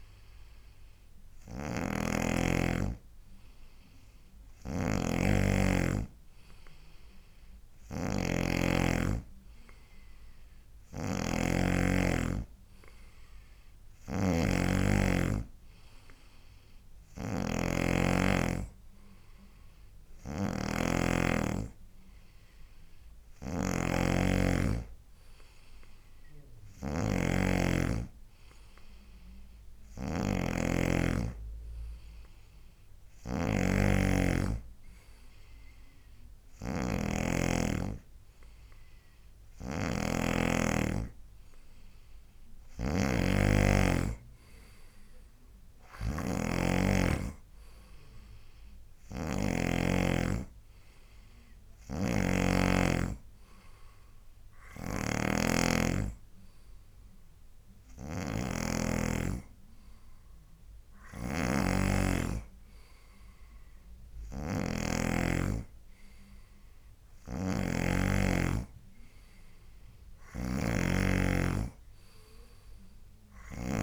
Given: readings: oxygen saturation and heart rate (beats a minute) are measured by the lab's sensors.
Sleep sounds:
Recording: breathing in sleep by a room microphone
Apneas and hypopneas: none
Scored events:
0.00-50.00 s: snoring (device-marked)
52.00-73.83 s: snoring (device-marked)
From the record:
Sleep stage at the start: N2 (light sleep)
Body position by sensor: on the right side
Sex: male

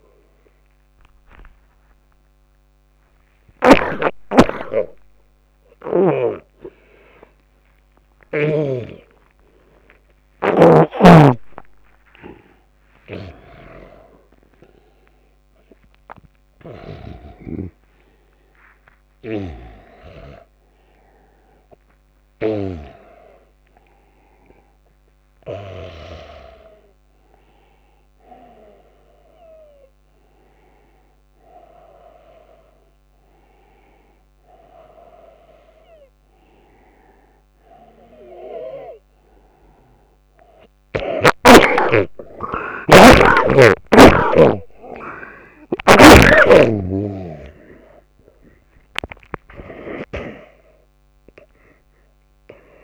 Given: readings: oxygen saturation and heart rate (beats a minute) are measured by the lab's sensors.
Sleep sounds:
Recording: a person awake in a sleep study, by a microphone on the trachea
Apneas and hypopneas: none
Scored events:
0.00-16.50 s: tachycardia (device-marked, heart rate 137 extreme)
17.00-22.50 s: snoring (device-marked)
25.50-29.50 s: tachycardia (device-marked, heart rate 96 before, 102 extreme)
38.50-52.84 s: oxygen desaturation (device-marked, oxygen 96% before, 90% lowest, heart rate 98 before, 78 extreme)
39.50-52.84 s: tachycardia (device-marked, heart rate 96 before, 115 extreme)
From the record:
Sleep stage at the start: awake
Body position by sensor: on the right side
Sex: male

